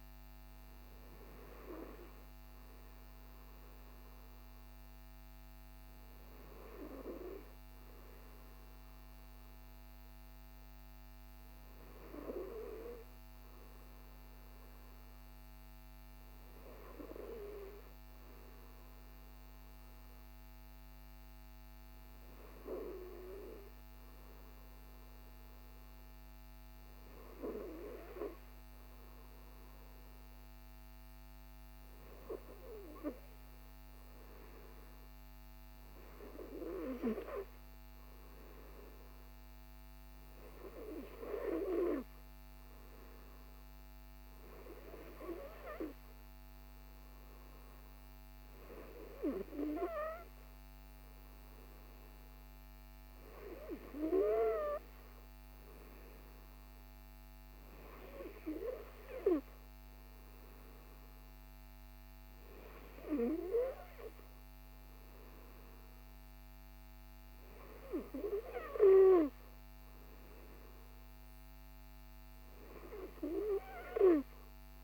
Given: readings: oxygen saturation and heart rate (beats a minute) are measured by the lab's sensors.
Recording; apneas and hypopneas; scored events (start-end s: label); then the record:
breathing in sleep by a microphone on the trachea; none
none scored
From the record:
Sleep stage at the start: N2 (light sleep); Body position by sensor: on the right side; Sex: male